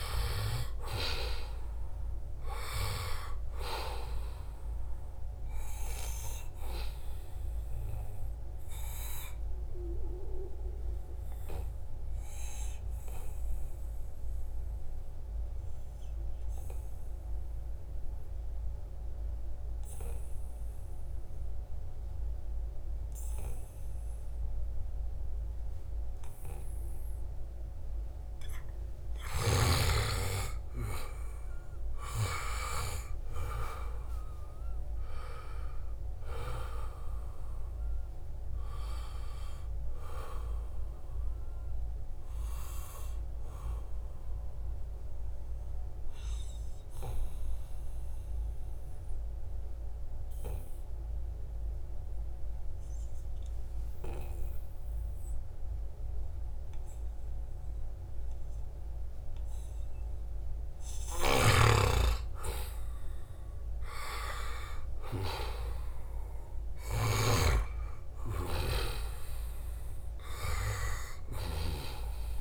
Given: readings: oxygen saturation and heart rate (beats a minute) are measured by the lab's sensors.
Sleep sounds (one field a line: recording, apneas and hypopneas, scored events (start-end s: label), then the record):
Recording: breathing in sleep by a room microphone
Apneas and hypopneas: 2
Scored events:
0.00-2.00 s: arousal
3.50-19.50 s: oxygen desaturation (device-marked, oxygen 94% before, 90% lowest, heart rate 80 before, 73 extreme)
7.50-28.50 s: obstructive apnea (oxygen 96% before, 90% lowest, heart rate 80 before, 73 extreme, up 13 after)
29.50-33.00 s: arousal
30.50-52.50 s: oxygen desaturation (device-marked, oxygen 96% before, 90% lowest, heart rate 77 before, 75 extreme)
34.00-36.00 s: long interval between heartbeats (device-marked, heart rate 76 before, 84 extreme)
43.50-60.50 s: obstructive apnea (oxygen 96% before, 90% lowest, heart rate 80 before, 75 extreme, up 3 after)
62.00-65.50 s: arousal
68.50-72.41 s: oxygen desaturation (device-marked, oxygen 96% before, 92% lowest, heart rate 76 before, 70 extreme)
From the record:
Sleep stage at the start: N2 (light sleep)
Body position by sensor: on the back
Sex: male